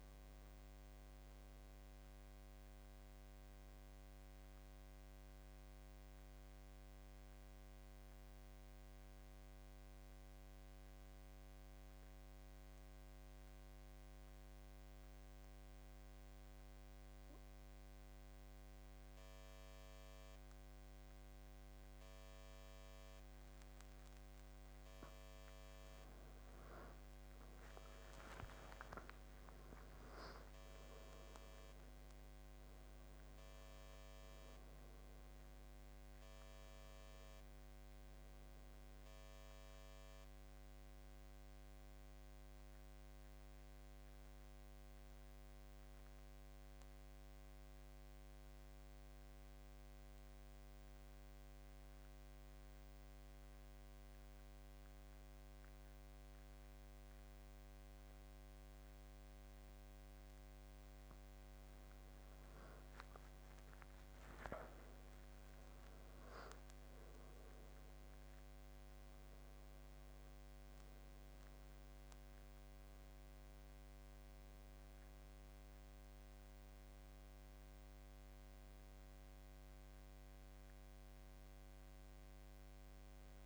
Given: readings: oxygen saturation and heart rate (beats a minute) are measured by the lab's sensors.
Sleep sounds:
breathing in sleep, hard to hear, by a microphone on the trachea; 2
0.00-15.00 s: oxygen desaturation (device-marked, oxygen 86% lowest, heart rate 65 extreme)
5.50-24.50 s: mixed apnea (oxygen 94% before, 86% lowest, heart rate 86 before, 65 extreme, up 18 after)
28.00-33.50 s: arousal
28.00-55.00 s: oxygen desaturation (device-marked, oxygen 97% before, 86% lowest, heart rate 76 before, 71 extreme)
43.00-60.00 s: central apnea (oxygen 97% before, 86% lowest, heart rate 87 before, 71 extreme, up 19 after)
63.00-68.00 s: arousal
69.00-83.45 s: oxygen desaturation (device-marked, oxygen 97% before, 88% lowest, heart rate 80 before, 74 extreme)
From the record:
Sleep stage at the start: N2 (light sleep); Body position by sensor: on the back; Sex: male

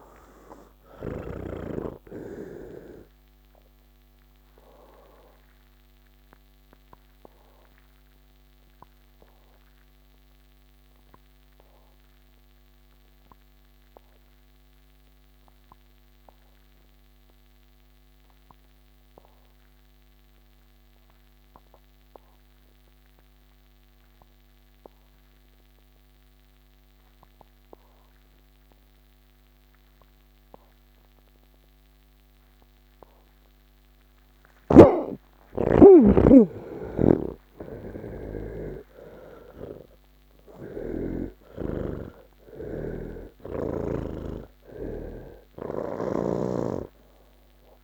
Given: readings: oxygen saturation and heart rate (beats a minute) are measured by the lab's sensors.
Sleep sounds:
breathing in sleep by a microphone on the trachea; 1
0.00-2.00 s: snoring (device-marked)
0.00-18.50 s: oxygen desaturation (device-marked, oxygen 81% lowest)
7.50-34.50 s: obstructive apnea (oxygen 98% before, 78% lowest)
20.50-47.84 s: oxygen desaturation (device-marked, oxygen 98% before, 78% lowest, heart rate 166 before, 126 extreme)
35.00-39.00 s: snoring (device-marked)
From the record:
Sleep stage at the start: N2 (light sleep); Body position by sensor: on the back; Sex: male

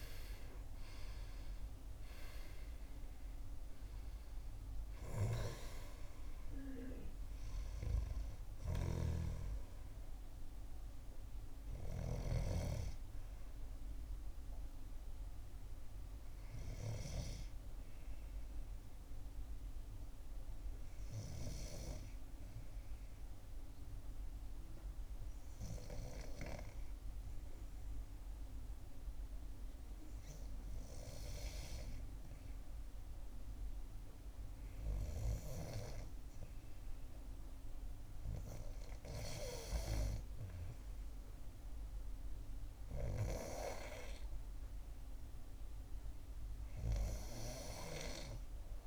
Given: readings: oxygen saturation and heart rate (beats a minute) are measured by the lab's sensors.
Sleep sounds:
breathing in sleep by a room microphone; 1
0.00-2.00 s: arousal
0.00-22.00 s: oxygen desaturation (device-marked, oxygen 84% lowest, heart rate 59 extreme)
19.00-33.00 s: obstructive apnea (oxygen 94% before, 92% lowest, heart rate 67 before, 59 extreme, up 7 after)
32.50-34.50 s: long interval between heartbeats (device-marked, heart rate 63 before, 70 extreme)
34.50-38.50 s: arousal
42.00-48.87 s: oxygen desaturation (device-marked, oxygen 96% before, 92% lowest, heart rate 64 before, 60 extreme)
From the record:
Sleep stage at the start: N2 (light sleep); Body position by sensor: on the back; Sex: female

